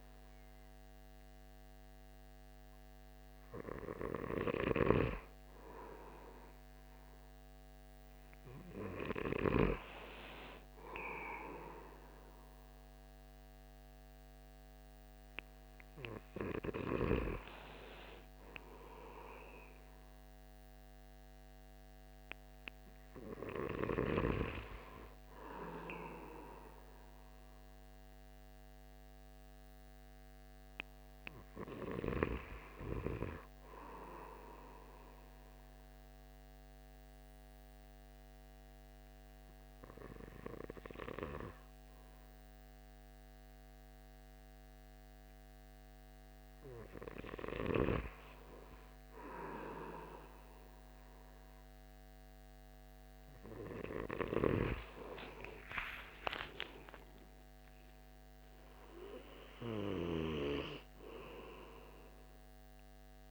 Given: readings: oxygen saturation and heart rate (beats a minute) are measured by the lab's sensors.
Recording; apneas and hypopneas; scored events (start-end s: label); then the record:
breathing in sleep by a microphone on the trachea; 1
35.00-48.00 s: hypopnea (oxygen 97% before, 93% lowest, heart rate 158 before, 55 extreme)
55.50-59.50 s: arousal
58.00-63.31 s: oxygen desaturation (device-marked, oxygen 96% before, 93% lowest)
From the record:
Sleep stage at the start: N2 (light sleep); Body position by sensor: on the back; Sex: male